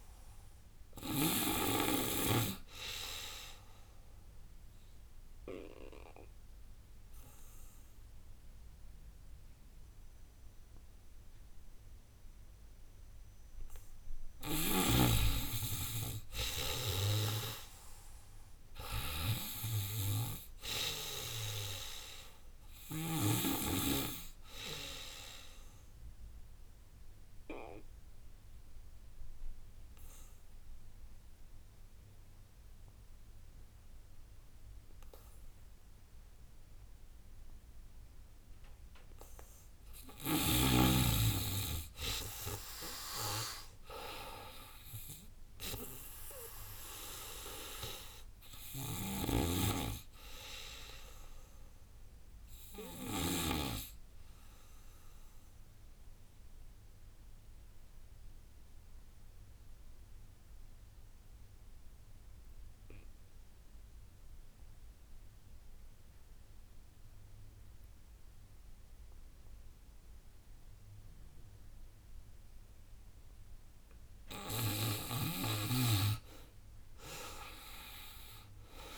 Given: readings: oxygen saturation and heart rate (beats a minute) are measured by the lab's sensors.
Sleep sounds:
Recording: breathing in sleep by a room microphone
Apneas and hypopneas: 3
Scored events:
0.00-1.00 s: snoring (device-marked)
0.00-2.00 s: tachycardia (device-marked, heart rate 101 extreme)
0.50-2.50 s: long interval between heartbeats (device-marked, heart rate 92 before, 99 extreme)
3.50-14.00 s: obstructive apnea (oxygen 98% before, 93% lowest, heart rate 91 before, 70 extreme, up 35 after)
8.00-16.00 s: oxygen desaturation (device-marked, oxygen 97% before, 93% lowest, heart rate 89 before, 70 extreme)
14.00-16.00 s: long interval between heartbeats (device-marked, heart rate 91 before, 89 extreme)
15.00-20.00 s: tachycardia (device-marked, heart rate 96 before, 109 extreme)
15.00-27.00 s: drop in pulse transit time (device-marked, heart rate 92 before, 89 extreme)
17.00-19.00 s: long interval between heartbeats (device-marked, heart rate 93 before, 98 extreme)
17.00-20.50 s: arousal
21.00-23.00 s: long interval between heartbeats (device-marked, heart rate 96 before, 105 extreme)
21.00-24.00 s: tachycardia (device-marked, heart rate 96 before, 113 extreme)
23.00-35.00 s: oxygen desaturation (device-marked, oxygen 97% before, 93% lowest, heart rate 97 before, 70 extreme)
24.50-26.50 s: long interval between heartbeats (device-marked, heart rate 96 before, 102 extreme)
26.00-39.50 s: obstructive apnea (oxygen 97% before, 88% lowest, heart rate 97 before, 70 extreme, up 30 after)
27.50-29.50 s: long interval between heartbeats (device-marked, heart rate 97 before, 100 extreme)
37.00-39.00 s: long interval between heartbeats (device-marked, heart rate 95 before, 83 extreme)
39.50-41.50 s: long interval between heartbeats (device-marked, heart rate 94 before, 87 extreme)
42.00-46.50 s: arousal
42.00-53.00 s: drop in pulse transit time (device-marked, heart rate 91 before, 94 extreme)
43.50-45.50 s: long interval between heartbeats (device-marked, heart rate 91 before, 98 extreme)
48.00-50.00 s: long interval between heartbeats (device-marked, heart rate 89 before, 97 extreme)
48.00-63.00 s: oxygen desaturation (device-marked, oxygen 98% before, 93% lowest, heart rate 89 before, 74 extreme)
48.50-53.00 s: snoring (device-marked)
49.00-51.00 s: tachycardia (device-marked, heart rate 96 before, 100 extreme)
50.50-52.50 s: long interval between heartbeats (device-marked, heart rate 89 before, 97 extreme)
54.00-56.00 s: long interval between heartbeats (device-marked, heart rate 92 before, 98 extreme)
56.00-72.00 s: obstructive apnea (oxygen 98% before, 88% lowest, heart rate 95 before, 80 extreme, up 15 after)
62.00-64.00 s: long interval between heartbeats (device-marked, heart rate 94 before, 88 extreme)
65.00-67.00 s: long interval between heartbeats (device-marked, heart rate 92 before, 97 extreme)
67.50-69.50 s: long interval between heartbeats (device-marked, heart rate 92 before, 96 extreme)
69.00-73.00 s: tachycardia (device-marked, heart rate 96 before, 109 extreme)
70.50-72.50 s: long interval between heartbeats (device-marked, heart rate 93 before, 97 extreme)
73.50-78.00 s: arousal
74.00-78.98 s: oxygen desaturation (device-marked, oxygen 98% before, 88% lowest, heart rate 93 before, 79 extreme)
76.00-78.98 s: drop in pulse transit time (device-marked, heart rate 94 before, 80 extreme)
From the record:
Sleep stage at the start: N2 (light sleep)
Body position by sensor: on the back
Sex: female

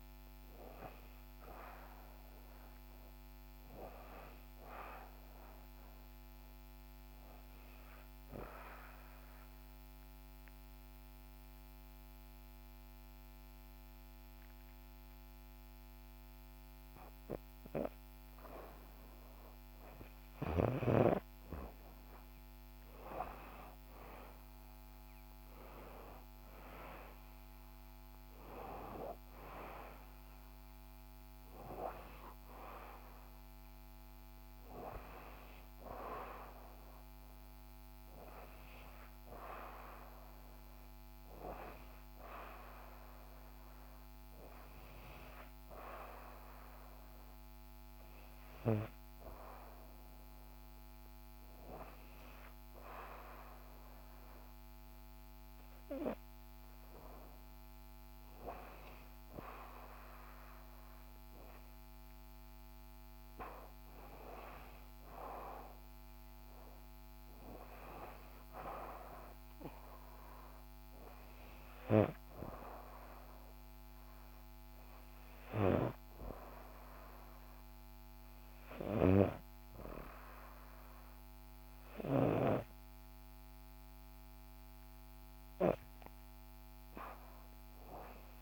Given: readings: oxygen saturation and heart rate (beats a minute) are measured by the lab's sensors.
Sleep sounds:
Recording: breathing in sleep by a microphone on the trachea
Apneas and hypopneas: 2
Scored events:
7.50-17.50 s: obstructive apnea (oxygen 98% before, 93% lowest, heart rate 63 before, 62 extreme, up 2 after)
19.50-45.50 s: oxygen desaturation (device-marked, oxygen 97% before, 93% lowest, heart rate 63 before, 62 extreme)
20.00-24.00 s: arousal
45.00-57.50 s: hypopnea (oxygen 97% before, 90% lowest, heart rate 64 before, 63 extreme, up 1 after)
60.00-63.50 s: arousal
From the record:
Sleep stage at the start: REM sleep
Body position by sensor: on the back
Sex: female

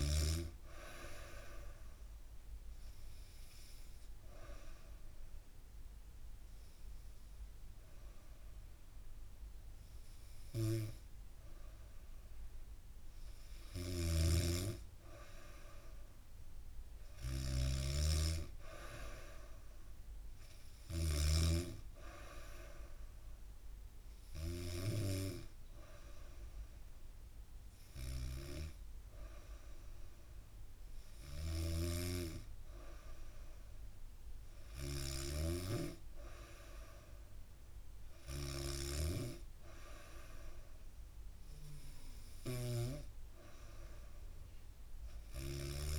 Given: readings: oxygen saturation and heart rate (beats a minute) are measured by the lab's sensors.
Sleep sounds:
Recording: breathing in sleep by a room microphone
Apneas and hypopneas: 1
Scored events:
1.50-13.00 s: obstructive apnea (oxygen 95% before, 92% lowest, heart rate 67 before, 69 extreme, up 1 after)
13.00-24.00 s: snoring (device-marked)
16.50-20.50 s: arousal
30.50-42.50 s: snoring (device-marked)
44.50-45.99 s: snoring (device-marked)
From the record:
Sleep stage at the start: N2 (light sleep)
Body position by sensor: on the back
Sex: female

